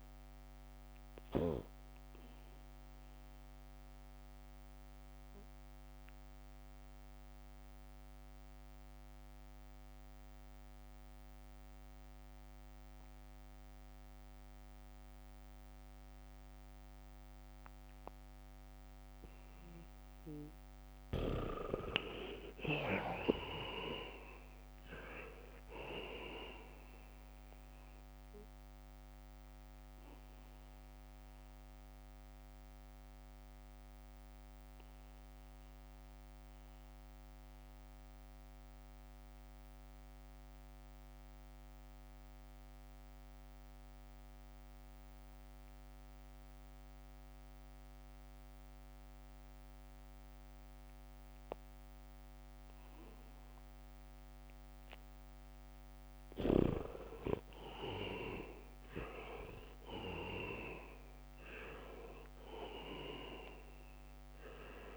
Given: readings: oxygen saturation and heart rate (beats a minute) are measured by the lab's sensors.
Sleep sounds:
breathing in sleep by a microphone on the trachea; 2
0.00-15.50 s: oxygen desaturation (device-marked, oxygen 80% lowest, heart rate 65 extreme)
0.50-21.00 s: obstructive apnea (oxygen 98% before, 78% lowest, heart rate 68 before, 66 extreme, up 4 after)
17.00-18.50 s: leg movement (device-marked)
21.50-24.00 s: leg movement (device-marked)
21.50-51.50 s: oxygen desaturation (device-marked, oxygen 98% before, 79% lowest, heart rate 71 before, 66 extreme)
23.50-27.00 s: arousal
25.00-30.00 s: leg movement (device-marked)
33.00-55.00 s: obstructive apnea (oxygen 98% before, 76% lowest, heart rate 69 before, 66 extreme, up 4 after)
53.50-64.97 s: oxygen desaturation (device-marked, oxygen 98% before, 78% lowest, heart rate 70 before, 64 extreme)
56.50-59.50 s: arousal
56.50-61.00 s: leg movement (device-marked)
61.50-64.97 s: leg movement (device-marked)
From the record:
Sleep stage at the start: N2 (light sleep); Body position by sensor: on the back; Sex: male

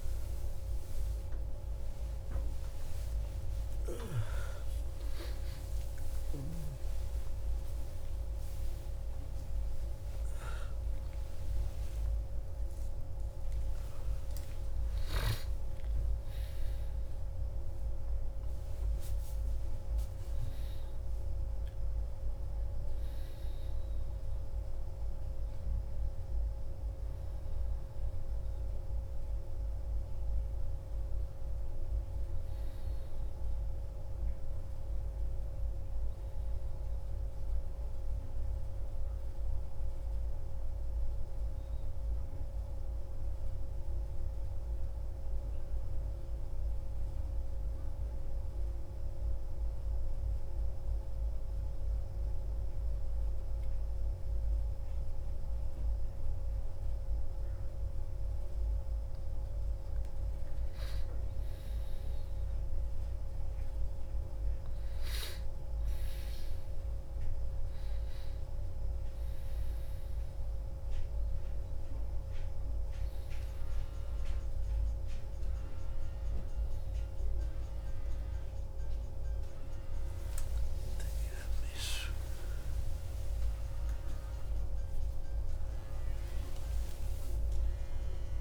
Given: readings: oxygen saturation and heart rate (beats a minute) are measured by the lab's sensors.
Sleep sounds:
a person partly awake in a sleep study, hard to hear, by a room microphone; 1
2.50-20.50 s: oxygen desaturation (device-marked, oxygen 96% before, 92% lowest, heart rate 68 before, 64 extreme)
22.50-82.50 s: new sleep stage, N1 (lightest sleep)
41.50-57.50 s: central apnea (oxygen 98% before, 94% lowest, heart rate 68 before, 61 extreme, up 8 after)
59.00-63.00 s: arousal
63.50-85.50 s: oxygen desaturation (device-marked, oxygen 97% before, 94% lowest, heart rate 63 before, 64 extreme)
82.50-88.41 s: new sleep stage, awake
From the record:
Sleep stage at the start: awake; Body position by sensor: on the back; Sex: male

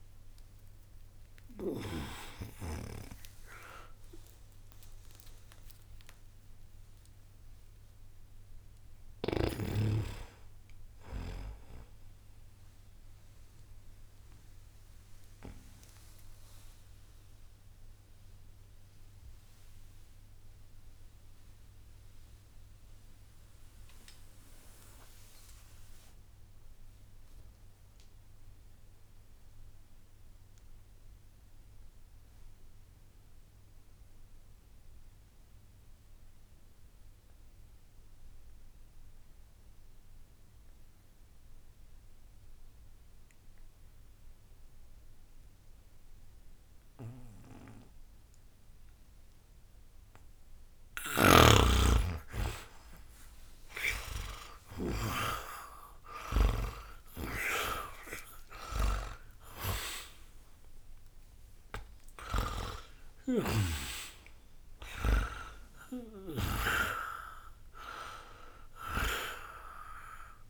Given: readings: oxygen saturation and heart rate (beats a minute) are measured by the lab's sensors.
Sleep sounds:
breathing in sleep by a room microphone; 1
0.00-21.00 s: oxygen desaturation (device-marked, oxygen 78% lowest, heart rate 60 extreme)
12.50-50.50 s: obstructive apnea (oxygen 90% before, 78% lowest, heart rate 68 before, 59 extreme, up 54 after)
42.00-44.00 s: bradycardia (device-marked, heart rate 72 before, 63 extreme)
48.00-70.50 s: oxygen desaturation (device-marked, oxygen 98% before, 78% lowest, heart rate 61 before, 60 extreme)
53.50-58.50 s: arousal
From the record:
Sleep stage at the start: N2 (light sleep); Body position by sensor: on the back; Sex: male

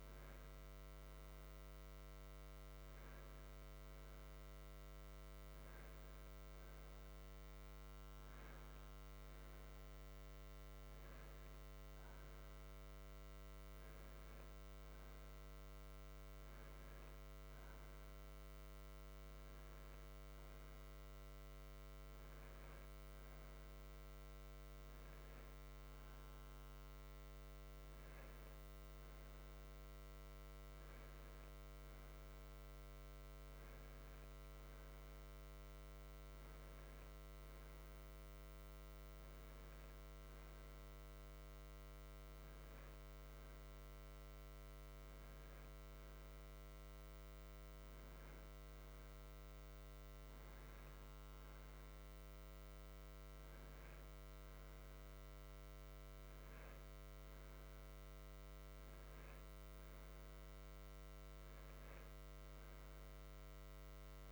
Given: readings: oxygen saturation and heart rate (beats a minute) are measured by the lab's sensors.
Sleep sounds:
breathing in sleep, hard to hear, by a microphone on the trachea; none
none scored
From the record:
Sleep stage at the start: N2 (light sleep); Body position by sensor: on the right side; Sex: male

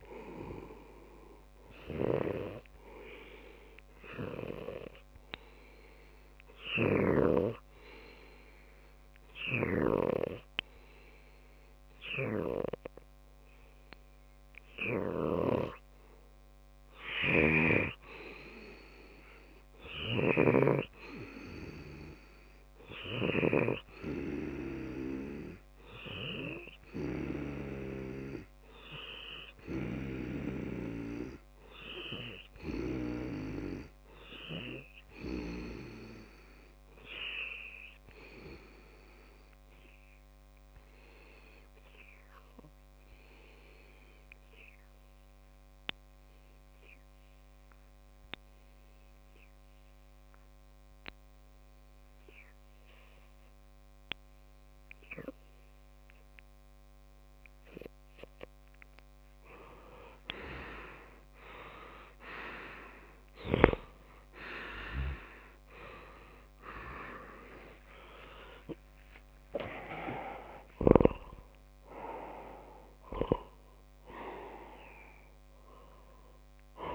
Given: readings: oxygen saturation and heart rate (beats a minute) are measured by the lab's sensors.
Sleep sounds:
breathing in sleep by a microphone on the trachea; 2
0.00-21.50 s: oxygen desaturation (device-marked, oxygen 90% lowest)
3.00-16.00 s: obstructive apnea (oxygen 98% before, 90% lowest)
20.50-24.00 s: arousal
30.50-58.00 s: obstructive apnea (oxygen 98% before, 93% lowest)
60.50-76.95 s: new sleep stage, N1 (lightest sleep)
67.00-71.00 s: arousal
From the record:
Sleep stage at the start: N2 (light sleep); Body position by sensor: on the left side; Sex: male

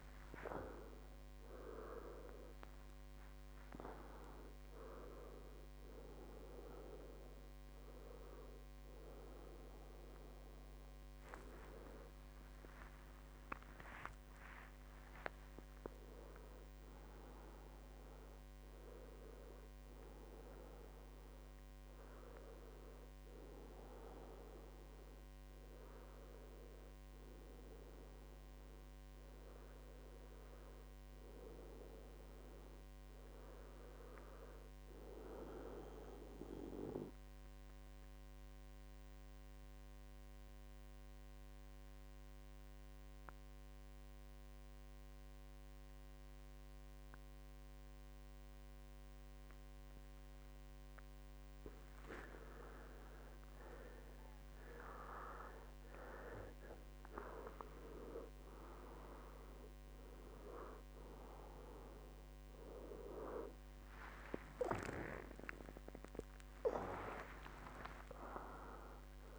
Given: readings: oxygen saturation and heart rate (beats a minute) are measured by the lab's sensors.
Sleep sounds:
a person awake in a sleep study, by a microphone on the trachea; 1
12.50-14.50 s: long interval between heartbeats (device-marked, heart rate 72 before, 81 extreme)
23.50-53.50 s: new sleep stage, N1 (lightest sleep)
35.50-52.50 s: mixed apnea (oxygen 97% before, 91% lowest, heart rate 71 before, 60 extreme, up 15 after)
53.50-69.39 s: new sleep stage, awake
57.50-69.39 s: oxygen desaturation (device-marked, oxygen 96% before, 91% lowest, heart rate 65 before, 63 extreme)
64.00-66.00 s: long interval between heartbeats (device-marked, heart rate 70 before, 84 extreme)
From the record:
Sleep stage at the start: awake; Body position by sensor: on the back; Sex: male

